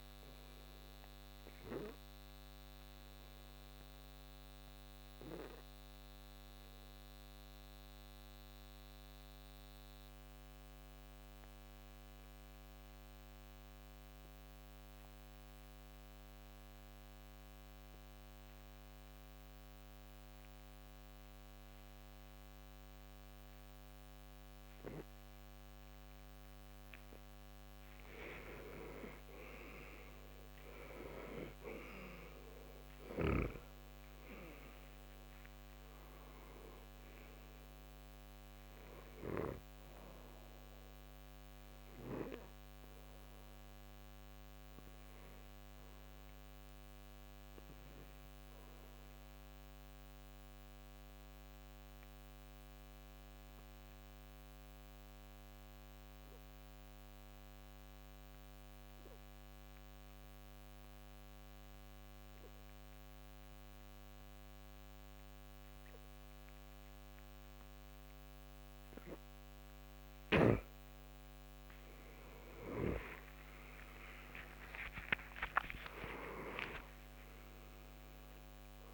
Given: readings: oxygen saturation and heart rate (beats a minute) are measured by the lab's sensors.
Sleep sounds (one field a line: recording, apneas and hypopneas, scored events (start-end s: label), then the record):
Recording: breathing in sleep by a microphone on the trachea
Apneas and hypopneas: 2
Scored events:
0.00-13.00 s: oxygen desaturation (device-marked, oxygen 83% lowest, heart rate 62 extreme)
0.50-27.00 s: obstructive apnea (oxygen 98% before, 81% lowest, heart rate 69 before, 60 extreme, up 12 after)
24.00-51.00 s: oxygen desaturation (device-marked, oxygen 98% before, 81% lowest, heart rate 65 before, 60 extreme)
28.50-32.50 s: arousal
41.50-70.00 s: obstructive apnea (oxygen 98% before, 81% lowest, heart rate 69 before, 61 extreme, up 38 after)
64.00-78.94 s: oxygen desaturation (device-marked, oxygen 98% before, 82% lowest, heart rate 64 before, 62 extreme)
72.50-77.50 s: arousal
From the record:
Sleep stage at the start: N2 (light sleep)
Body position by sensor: on the back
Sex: male